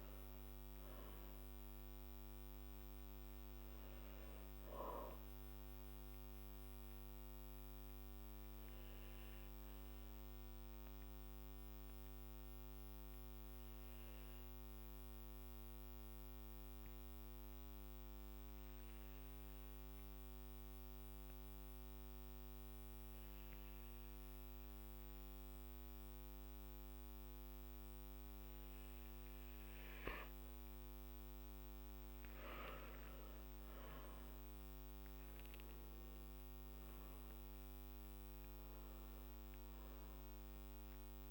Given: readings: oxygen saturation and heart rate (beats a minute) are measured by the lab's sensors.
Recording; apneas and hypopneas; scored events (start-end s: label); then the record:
breathing in sleep, hard to hear, by a microphone on the trachea; 1
0.00-1.00 s: arousal
6.00-31.00 s: obstructive apnea (oxygen 97% before, 94% lowest, heart rate 61 before, 53 extreme, up 5 after)
32.50-38.50 s: arousal
From the record:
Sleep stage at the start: N2 (light sleep); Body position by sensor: on the back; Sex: male